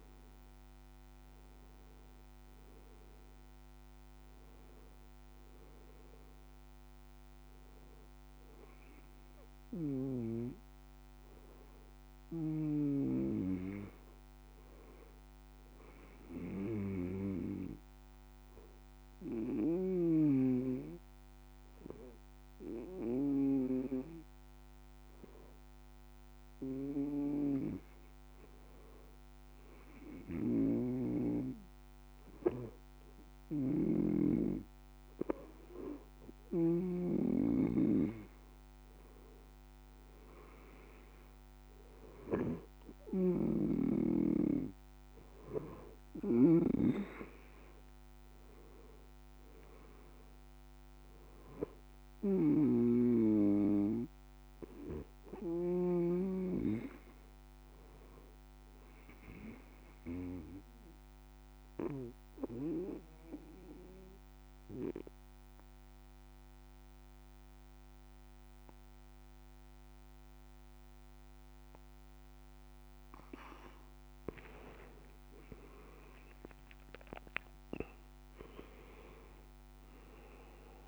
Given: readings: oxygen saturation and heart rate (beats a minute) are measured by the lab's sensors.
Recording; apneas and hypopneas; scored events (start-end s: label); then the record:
breathing in sleep by a microphone on the trachea; 2
8.00-12.00 s: arousal
16.00-27.50 s: obstructive apnea (oxygen 95% before, 92% lowest)
29.50-32.00 s: arousal
43.00-47.00 s: snoring (device-marked)
55.00-58.50 s: arousal
60.00-73.00 s: obstructive apnea (oxygen 95% before, 91% lowest)
74.50-78.00 s: arousal
79.50-80.88 s: oxygen desaturation (device-marked, oxygen 95% before, 91% lowest)
From the record:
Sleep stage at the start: N2 (light sleep); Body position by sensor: on the back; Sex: male